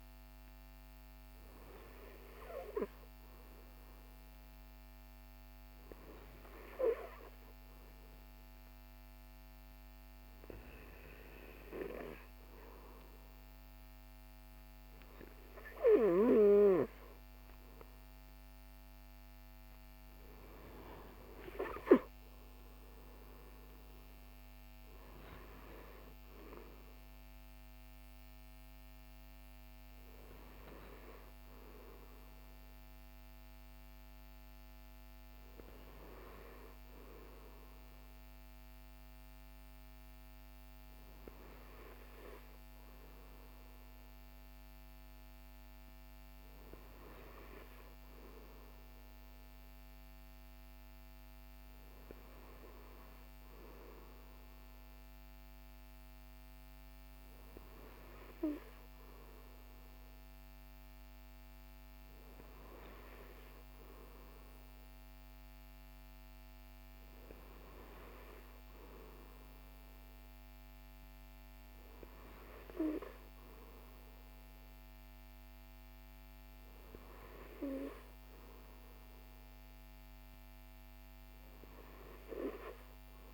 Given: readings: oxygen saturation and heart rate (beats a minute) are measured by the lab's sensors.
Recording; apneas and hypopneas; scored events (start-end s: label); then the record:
breathing in sleep by a microphone on the trachea; none
none scored
From the record:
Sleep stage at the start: N2 (light sleep); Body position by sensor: on the right side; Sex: male